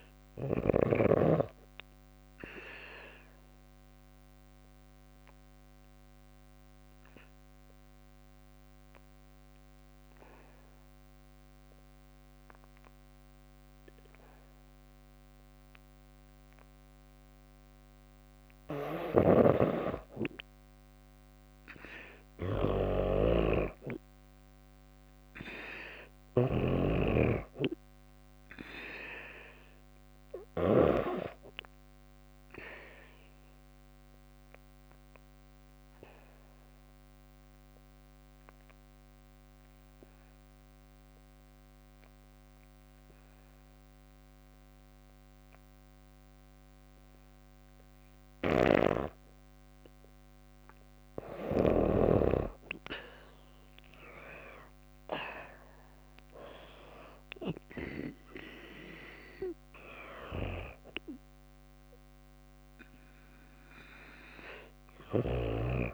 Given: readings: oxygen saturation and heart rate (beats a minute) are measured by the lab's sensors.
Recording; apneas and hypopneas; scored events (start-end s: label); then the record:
breathing in sleep by a microphone on the trachea; 2
0.00-9.00 s: oxygen desaturation (device-marked, oxygen 91% lowest, heart rate 57 extreme)
1.00-17.00 s: obstructive apnea (oxygen 96% before, 88% lowest, heart rate 60 before, 57 extreme, up 3 after)
18.00-30.00 s: snoring (device-marked)
23.50-27.00 s: arousal
24.00-44.00 s: oxygen desaturation (device-marked, oxygen 97% before, 91% lowest, heart rate 58 before, 55 extreme)
31.50-48.50 s: obstructive apnea (oxygen 98% before, 88% lowest, heart rate 59 before, 55 extreme, up 3 after)
47.50-51.00 s: snoring (device-marked)
53.00-57.50 s: arousal
53.00-65.94 s: oxygen desaturation (device-marked, oxygen 97% before, 88% lowest, heart rate 58 before, 55 extreme)
64.00-65.94 s: snoring (device-marked)
From the record:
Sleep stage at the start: N2 (light sleep); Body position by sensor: on the back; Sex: female